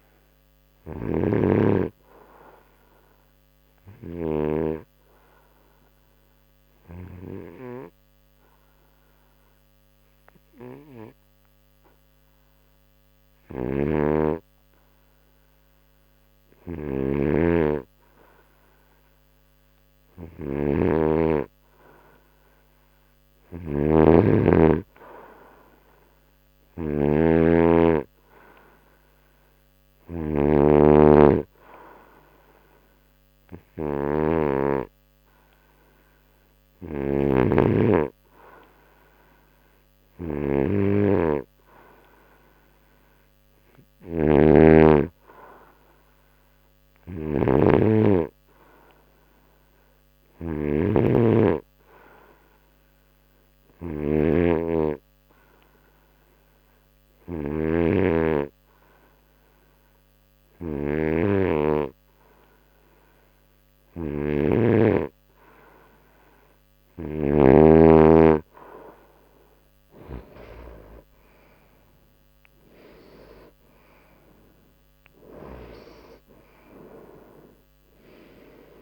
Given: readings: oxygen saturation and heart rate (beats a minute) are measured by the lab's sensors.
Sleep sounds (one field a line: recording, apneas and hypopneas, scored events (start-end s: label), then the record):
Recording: breathing in sleep by a microphone on the trachea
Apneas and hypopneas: 2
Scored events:
0.00-3.00 s: oxygen desaturation (device-marked, oxygen 92% lowest, heart rate 74 extreme)
5.50-18.00 s: obstructive apnea (oxygen 97% before, 91% lowest, heart rate 78 before, 72 extreme, up 0 after)
20.50-23.50 s: arousal
24.00-28.00 s: snoring (device-marked)
43.00-59.00 s: oxygen desaturation (device-marked, oxygen 95% before, 91% lowest, heart rate 74 before, 69 extreme)
53.00-65.50 s: hypopnea (oxygen 96% before, 91% lowest, heart rate 75 before, 71 extreme, up 14 after)
70.50-74.00 s: arousal
From the record:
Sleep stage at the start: N2 (light sleep)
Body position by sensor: on the right side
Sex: male